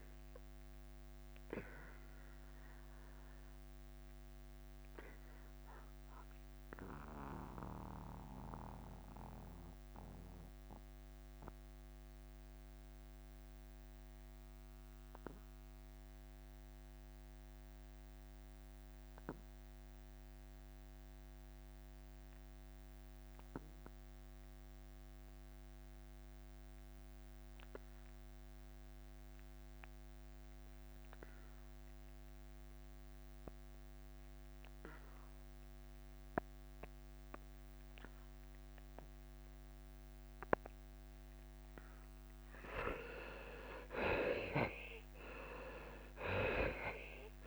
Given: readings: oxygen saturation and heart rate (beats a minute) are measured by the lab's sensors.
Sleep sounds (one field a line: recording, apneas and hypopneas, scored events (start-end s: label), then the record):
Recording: breathing in sleep by a microphone on the trachea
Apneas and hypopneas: 1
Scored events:
0.00-7.50 s: drop in pulse transit time (device-marked, heart rate 78 extreme)
0.00-29.50 s: oxygen desaturation (device-marked, oxygen 77% lowest, heart rate 78 extreme)
2.50-42.00 s: mixed apnea (oxygen 98% before, 75% lowest, heart rate 84 before, 78 extreme, up 5 after)
34.50-47.47 s: oxygen desaturation (device-marked, oxygen 98% before, 88% lowest, heart rate 82 before, 80 extreme)
43.50-47.47 s: drop in pulse transit time (device-marked, heart rate 81 before, 80 extreme)
46.00-47.47 s: arousal
From the record:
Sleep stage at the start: N2 (light sleep)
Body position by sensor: on the back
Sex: male